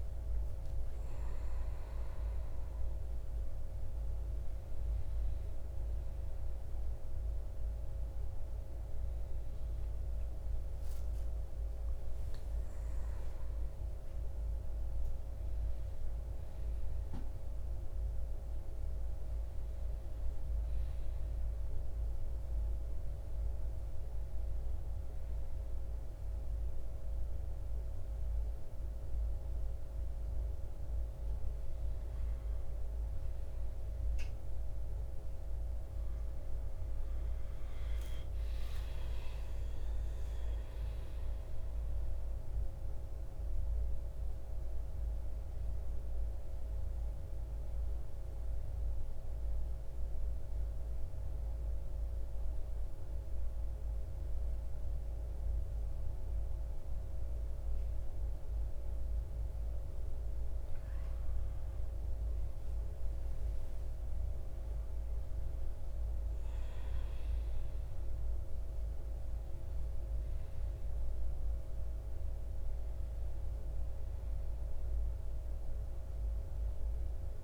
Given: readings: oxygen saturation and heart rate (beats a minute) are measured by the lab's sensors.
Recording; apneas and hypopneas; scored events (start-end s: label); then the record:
a person partly awake in a sleep study, hard to hear, by a room microphone; 2
20.00-77.44 s: new sleep stage, N1 (lightest sleep)
21.00-31.50 s: hypopnea (oxygen 98% before, 92% lowest, heart rate 65 before, 51 extreme, up 6 after)
35.00-40.00 s: arousal
40.00-60.00 s: oxygen desaturation (device-marked, oxygen 95% before, 92% lowest, heart rate 58 before, 51 extreme)
46.50-60.00 s: central apnea (oxygen 97% before, 90% lowest, heart rate 59 before, 51 extreme, up 10 after)
62.50-67.00 s: arousal
76.00-77.44 s: oxygen desaturation (device-marked, oxygen 97% before, 92% lowest, heart rate 57 before, 55 extreme)
From the record:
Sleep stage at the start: awake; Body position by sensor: on the back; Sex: male